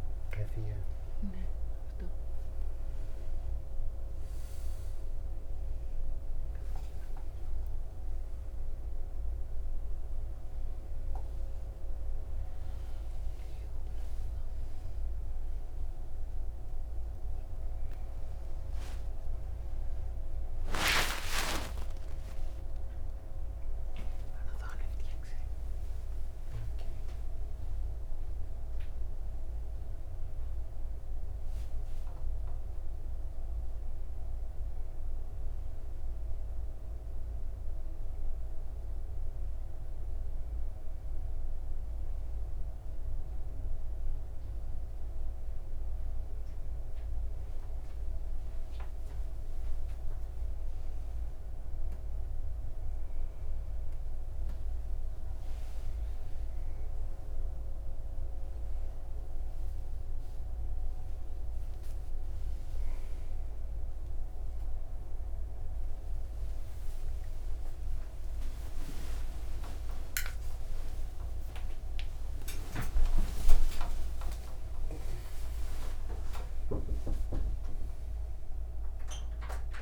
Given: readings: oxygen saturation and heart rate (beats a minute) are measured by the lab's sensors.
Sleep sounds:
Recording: a person awake in a sleep study, by a room microphone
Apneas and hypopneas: none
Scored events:
none scored
From the record:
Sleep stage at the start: awake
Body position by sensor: on the back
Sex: male

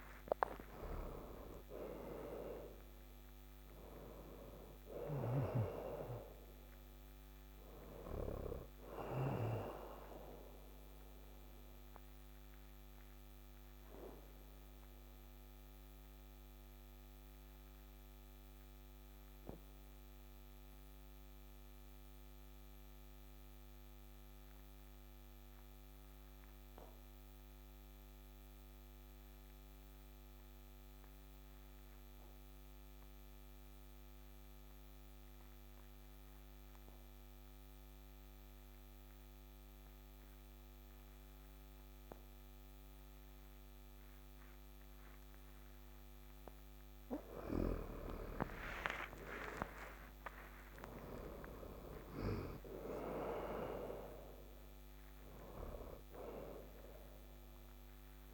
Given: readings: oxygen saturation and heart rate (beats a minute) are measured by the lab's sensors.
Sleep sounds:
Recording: breathing in sleep by a microphone on the trachea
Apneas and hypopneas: 1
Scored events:
0.00-25.00 s: oxygen desaturation (device-marked, oxygen 86% lowest, heart rate 50 extreme)
10.50-45.50 s: obstructive apnea (oxygen 99% before, 86% lowest, heart rate 59 before, 50 extreme, up 9 after)
40.00-58.34 s: oxygen desaturation (device-marked, oxygen 100% before, 86% lowest, heart rate 53 before, 52 extreme)
47.50-52.50 s: arousal
From the record:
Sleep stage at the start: N2 (light sleep)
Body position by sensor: on the back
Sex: male

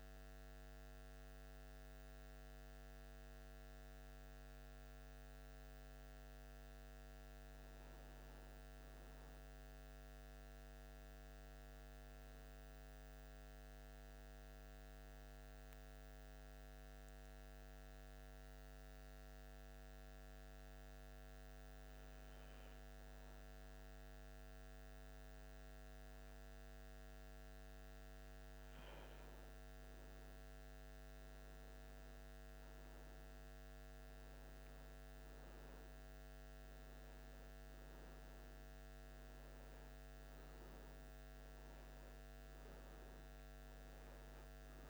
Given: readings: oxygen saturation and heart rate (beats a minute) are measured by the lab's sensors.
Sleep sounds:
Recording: breathing in sleep, hard to hear, by a microphone on the trachea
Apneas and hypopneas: 1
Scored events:
0.00-7.00 s: oxygen desaturation (device-marked, oxygen 88% lowest, heart rate 75 extreme)
1.00-44.90 s: new sleep stage, N2 (light sleep)
11.50-27.00 s: obstructive apnea (oxygen 99% before, 88% lowest, heart rate 77 before, 77 extreme, up 0 after)
31.50-36.50 s: arousal
From the record:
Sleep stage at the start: N1 (lightest sleep)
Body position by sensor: on the back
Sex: male

